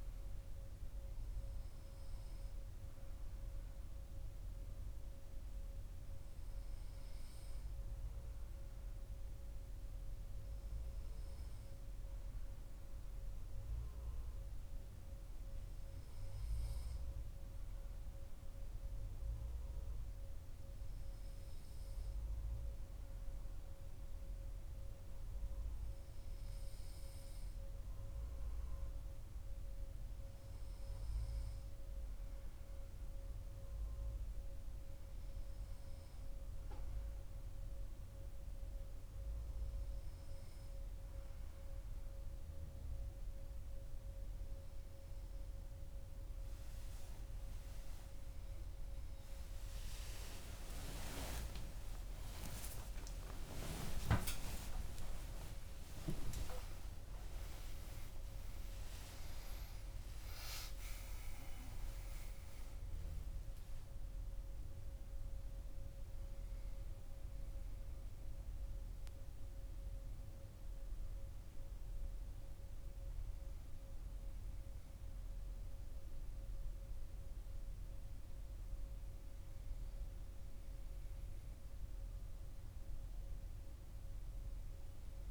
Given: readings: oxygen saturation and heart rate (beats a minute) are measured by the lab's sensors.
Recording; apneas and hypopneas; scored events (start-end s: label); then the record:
breathing in sleep by a room microphone; none
50.00-58.50 s: arousal
From the record:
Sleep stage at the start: N2 (light sleep); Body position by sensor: on the back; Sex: male